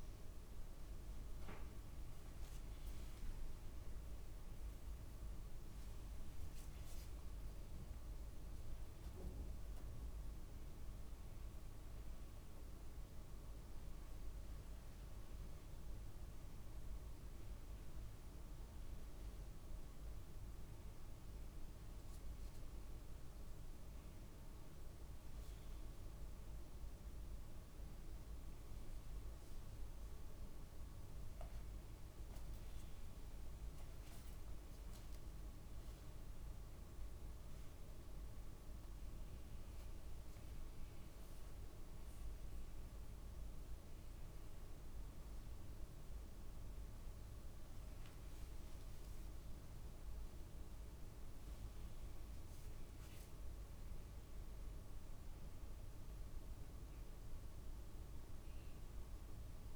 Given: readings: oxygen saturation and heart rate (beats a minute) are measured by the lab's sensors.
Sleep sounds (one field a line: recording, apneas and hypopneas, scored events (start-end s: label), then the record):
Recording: breathing in sleep, hard to hear, by a room microphone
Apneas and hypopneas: none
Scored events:
35.00-39.50 s: arousal
From the record:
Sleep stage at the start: N2 (light sleep)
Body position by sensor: on the back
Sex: male